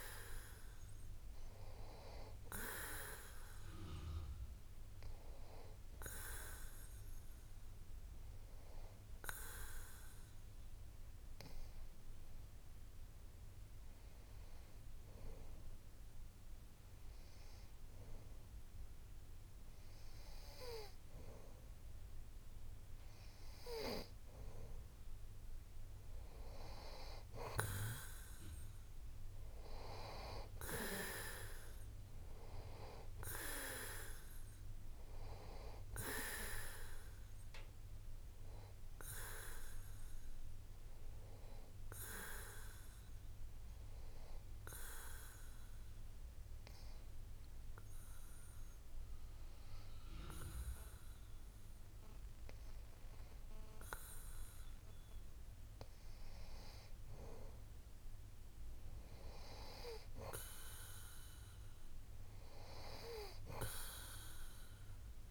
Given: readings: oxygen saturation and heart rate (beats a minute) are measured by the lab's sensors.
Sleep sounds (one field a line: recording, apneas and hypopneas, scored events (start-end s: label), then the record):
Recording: breathing in sleep by a room microphone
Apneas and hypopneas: 2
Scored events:
6.50-21.50 s: hypopnea (oxygen 95% before, 91% lowest)
24.00-27.50 s: arousal
44.00-56.00 s: obstructive apnea (oxygen 94% before, 91% lowest)
58.00-61.00 s: arousal
From the record:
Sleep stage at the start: N2 (light sleep)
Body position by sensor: on the back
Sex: male